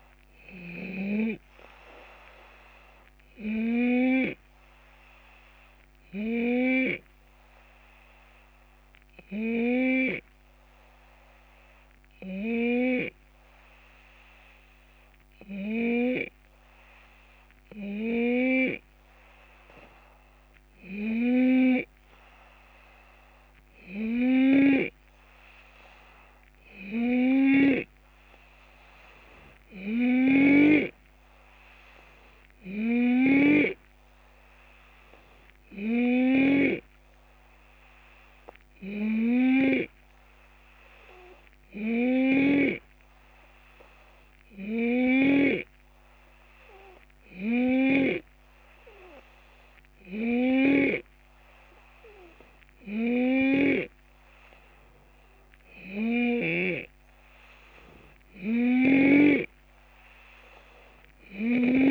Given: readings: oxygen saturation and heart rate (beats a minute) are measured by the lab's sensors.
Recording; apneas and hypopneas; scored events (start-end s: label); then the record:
breathing in sleep by a microphone on the trachea; 1
0.00-1.00 s: snoring (device-marked)
2.00-14.00 s: hypopnea (oxygen 94% before, 90% lowest)
15.50-19.00 s: arousal
30.00-45.50 s: snoring (device-marked)
47.50-56.50 s: snoring (device-marked)
58.50-61.91 s: snoring (device-marked)
From the record:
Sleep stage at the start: N2 (light sleep); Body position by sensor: on the left side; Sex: male